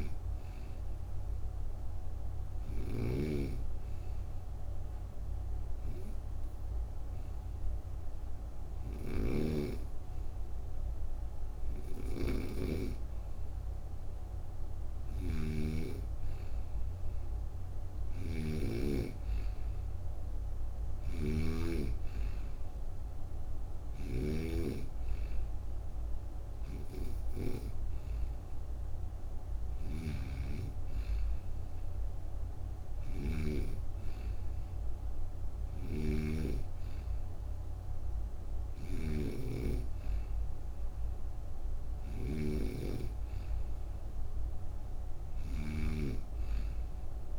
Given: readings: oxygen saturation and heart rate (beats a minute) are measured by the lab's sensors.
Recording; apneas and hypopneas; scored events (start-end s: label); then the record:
breathing in sleep by a room microphone; 1
0.00-12.50 s: snoring (device-marked)
2.50-16.00 s: hypopnea (oxygen 95% before, 91% lowest)
14.50-47.39 s: snoring (device-marked)
18.00-22.00 s: arousal
29.50-47.39 s: oxygen desaturation (device-marked, oxygen 94% before, 91% lowest)
From the record:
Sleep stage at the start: N2 (light sleep); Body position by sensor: on the right side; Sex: female